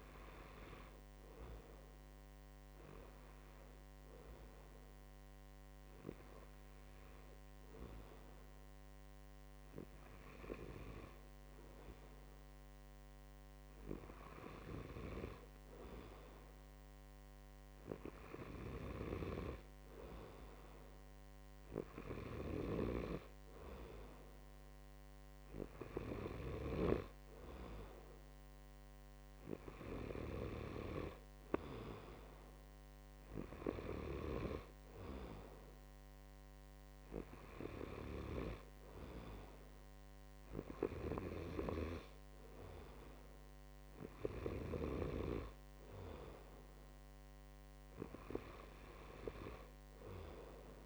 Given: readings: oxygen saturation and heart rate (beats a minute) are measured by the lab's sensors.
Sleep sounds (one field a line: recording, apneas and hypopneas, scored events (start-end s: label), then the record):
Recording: breathing in sleep by a microphone on the trachea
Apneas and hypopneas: none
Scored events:
none scored
From the record:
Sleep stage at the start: N2 (light sleep)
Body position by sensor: upright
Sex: male